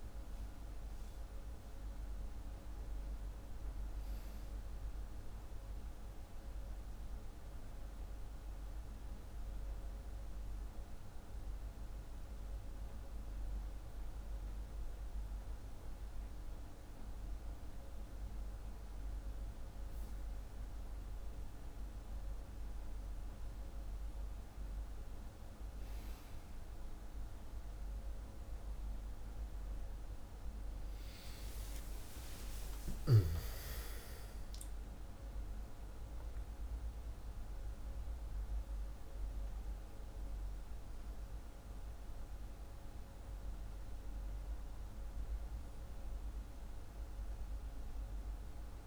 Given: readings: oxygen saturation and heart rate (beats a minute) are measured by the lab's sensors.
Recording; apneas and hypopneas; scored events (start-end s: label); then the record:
breathing in sleep, hard to hear, by a room microphone; 1
7.00-21.50 s: central apnea (oxygen 98% before, 95% lowest, heart rate 52 before, 44 extreme, up 6 after)
26.50-46.50 s: oxygen desaturation (device-marked, oxygen 99% before, 96% lowest, heart rate 47 before, 46 extreme)
31.00-35.50 s: arousal
From the record:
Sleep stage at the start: N1 (lightest sleep); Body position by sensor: on the back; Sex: male